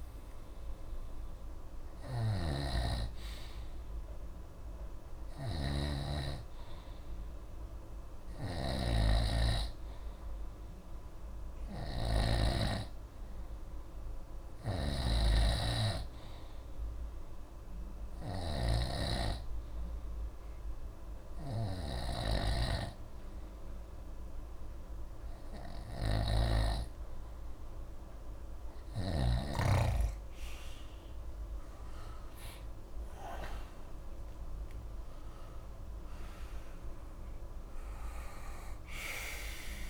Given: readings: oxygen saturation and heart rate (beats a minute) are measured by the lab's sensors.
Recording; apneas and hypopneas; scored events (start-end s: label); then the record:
breathing in sleep by a room microphone; 1
0.00-12.50 s: snoring (device-marked)
14.50-29.50 s: snoring (device-marked)
18.00-28.50 s: hypopnea (oxygen 94% before, 89% lowest, heart rate 48 before, 51 extreme, up 19 after)
31.50-36.00 s: arousal
From the record:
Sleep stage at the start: N2 (light sleep); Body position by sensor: on the right side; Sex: male